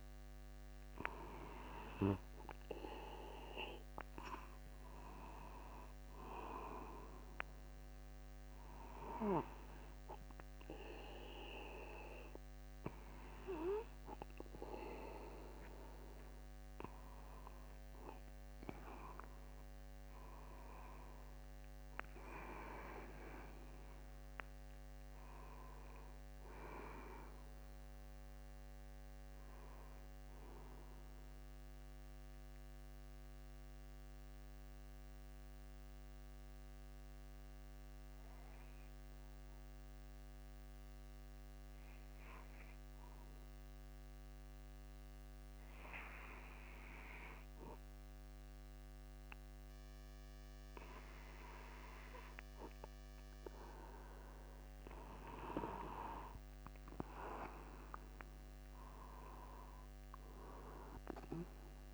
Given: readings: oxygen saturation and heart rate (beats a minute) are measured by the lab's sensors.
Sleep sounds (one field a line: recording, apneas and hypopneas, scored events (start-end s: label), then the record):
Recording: breathing in sleep by a microphone on the trachea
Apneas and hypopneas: 1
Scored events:
8.50-10.50 s: long interval between heartbeats (device-marked, heart rate 50 before, 59 extreme)
16.50-18.50 s: long interval between heartbeats (device-marked, heart rate 56 before, 59 extreme)
25.00-29.00 s: arousal
28.50-30.50 s: long interval between heartbeats (device-marked, heart rate 59 before, 59 extreme)
34.00-55.00 s: mixed apnea (oxygen 96% before, 94% lowest, heart rate 59 before, 50 extreme, up 18 after)
34.50-36.50 s: long interval between heartbeats (device-marked, heart rate 59 before, 69 extreme)
51.50-53.50 s: long interval between heartbeats (device-marked, heart rate 57 before, 58 extreme)
57.00-61.50 s: arousal
58.50-60.50 s: long interval between heartbeats (device-marked, heart rate 54 before, 66 extreme)
From the record:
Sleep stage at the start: N2 (light sleep)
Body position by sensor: upright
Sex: male